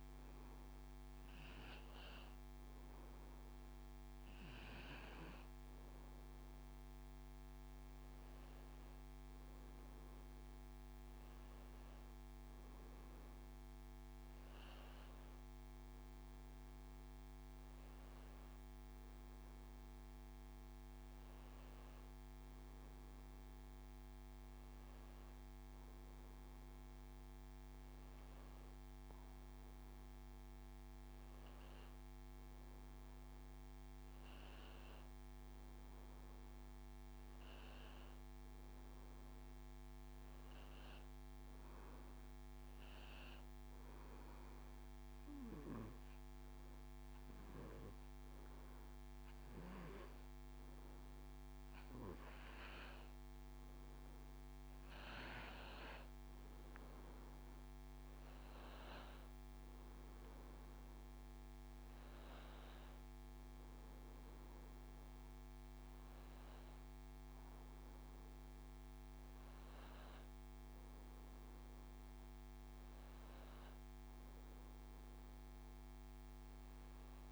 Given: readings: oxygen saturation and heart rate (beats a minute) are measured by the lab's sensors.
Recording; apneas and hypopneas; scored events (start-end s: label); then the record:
breathing in sleep, hard to hear, by a microphone on the trachea; 1
42.00-54.00 s: hypopnea (oxygen 96% before, 92% lowest, heart rate 87 before, 83 extreme, up 3 after)
53.00-70.00 s: oxygen desaturation (device-marked, oxygen 96% before, 92% lowest, heart rate 86 before, 83 extreme)
60.00-63.50 s: arousal
From the record:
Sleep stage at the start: N2 (light sleep); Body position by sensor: on the back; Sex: male